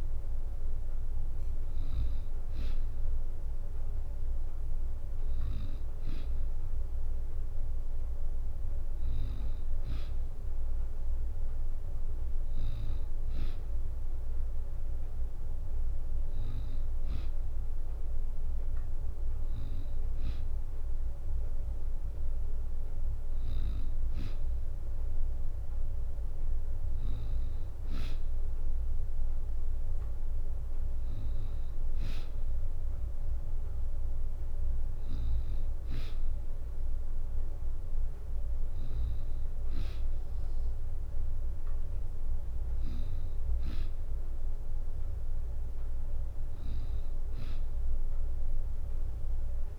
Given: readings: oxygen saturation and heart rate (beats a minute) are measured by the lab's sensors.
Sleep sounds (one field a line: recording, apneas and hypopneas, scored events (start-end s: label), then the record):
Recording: breathing in sleep by a room microphone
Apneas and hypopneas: none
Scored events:
none scored
From the record:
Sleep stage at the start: N2 (light sleep)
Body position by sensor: on the back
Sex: female